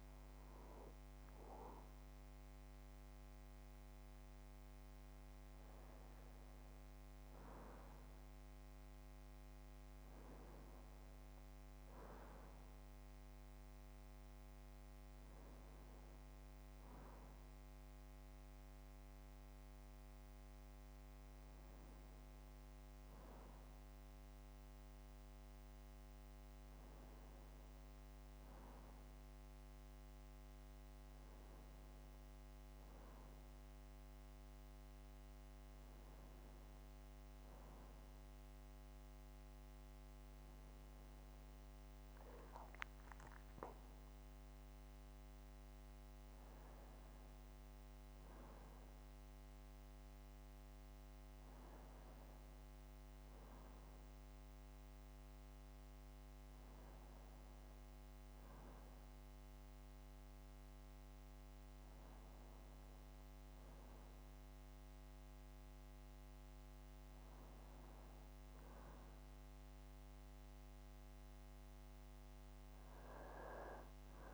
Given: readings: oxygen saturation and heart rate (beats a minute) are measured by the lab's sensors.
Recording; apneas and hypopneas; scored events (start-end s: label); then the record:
breathing in sleep, hard to hear, by a microphone on the trachea; none
41.00-44.50 s: arousal
From the record:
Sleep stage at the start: N2 (light sleep); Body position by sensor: on the back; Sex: male